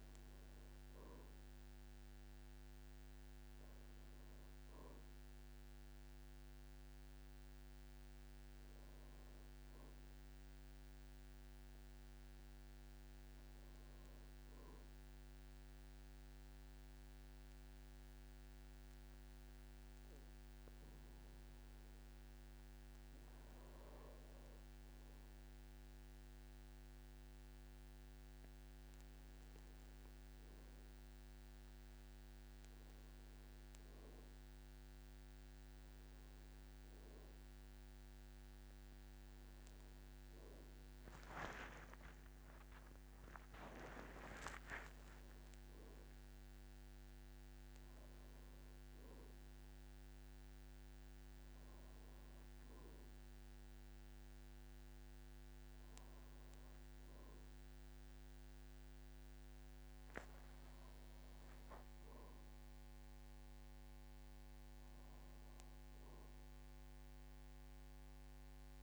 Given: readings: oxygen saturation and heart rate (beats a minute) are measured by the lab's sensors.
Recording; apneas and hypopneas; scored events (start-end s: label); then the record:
a person partly awake in a sleep study, hard to hear, by a microphone on the trachea; 1
0.00-9.00 s: oxygen desaturation (device-marked, oxygen 94% lowest, heart rate 51 extreme)
8.00-11.50 s: arousal
14.00-24.50 s: obstructive apnea (oxygen 99% before, 94% lowest, heart rate 60 before, 51 extreme, up 7 after)
27.00-46.00 s: oxygen desaturation (device-marked, oxygen 98% before, 94% lowest, heart rate 53 before, 55 extreme)
40.00-46.00 s: tachycardia (device-marked, heart rate 58 before, 119 extreme)
41.50-43.50 s: long interval between heartbeats (device-marked, heart rate 58 before, 78 extreme)
43.50-45.50 s: long interval between heartbeats (device-marked, heart rate 61 before, 110 extreme)
51.00-68.83 s: new sleep stage, awake
From the record:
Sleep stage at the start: N2 (light sleep); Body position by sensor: on the back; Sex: male